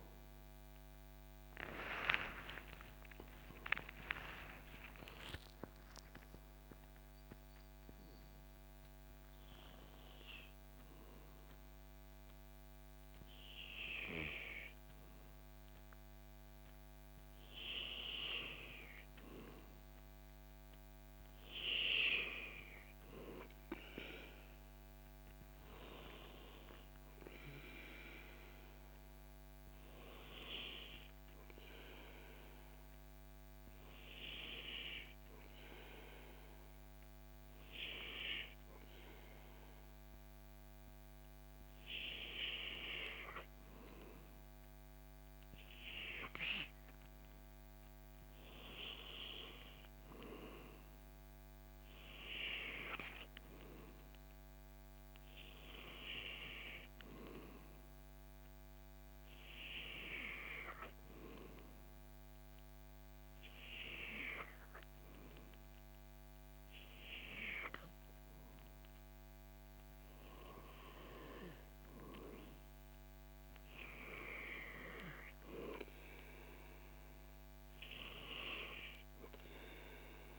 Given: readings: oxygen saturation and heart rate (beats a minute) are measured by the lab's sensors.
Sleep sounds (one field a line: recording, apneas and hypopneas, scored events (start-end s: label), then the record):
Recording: breathing in sleep by a microphone on the trachea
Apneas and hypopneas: none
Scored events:
1.00-5.00 s: arousal
From the record:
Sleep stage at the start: N2 (light sleep)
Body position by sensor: on the back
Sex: male